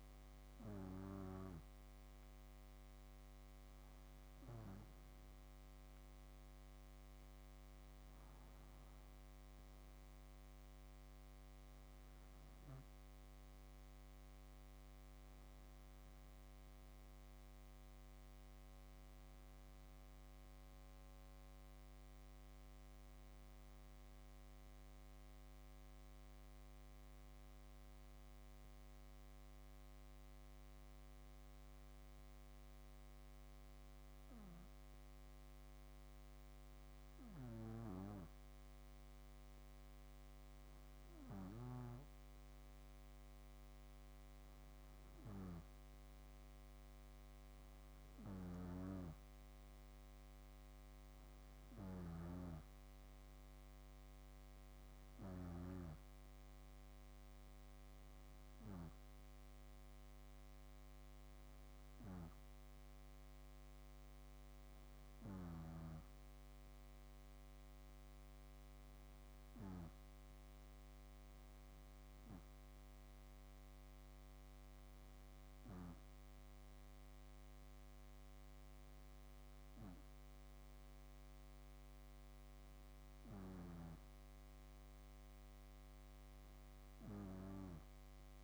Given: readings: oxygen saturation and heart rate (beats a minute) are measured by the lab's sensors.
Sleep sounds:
breathing in sleep by a microphone on the trachea; none
51.50-55.50 s: snoring (device-marked)
From the record:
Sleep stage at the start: N2 (light sleep); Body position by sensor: on the back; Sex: female

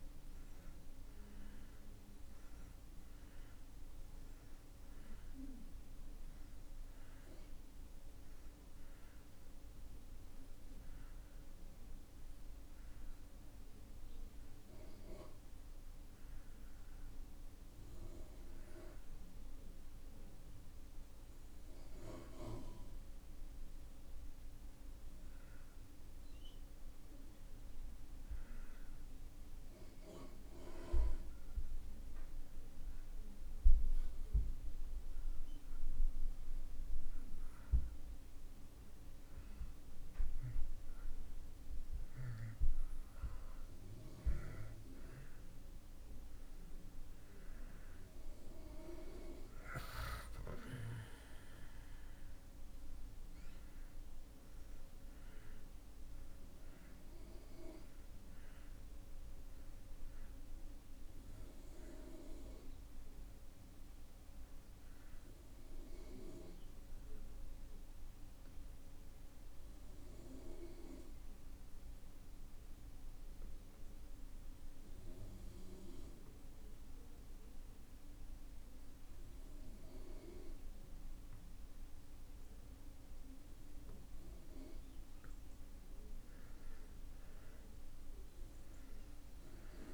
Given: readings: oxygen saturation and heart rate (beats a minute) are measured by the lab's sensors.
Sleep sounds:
breathing in sleep by a room microphone; 2
0.00-26.50 s: oxygen desaturation (device-marked, oxygen 84% lowest)
24.50-28.00 s: arousal
31.00-44.00 s: hypopnea (oxygen 96% before, 87% lowest)
41.50-86.50 s: oxygen desaturation (device-marked, oxygen 96% before, 87% lowest)
46.00-49.50 s: arousal
68.00-83.50 s: mixed apnea (oxygen 95% before, 83% lowest)
88.00-89.94 s: arousal
From the record:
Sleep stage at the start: N2 (light sleep); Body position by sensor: on the back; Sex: male

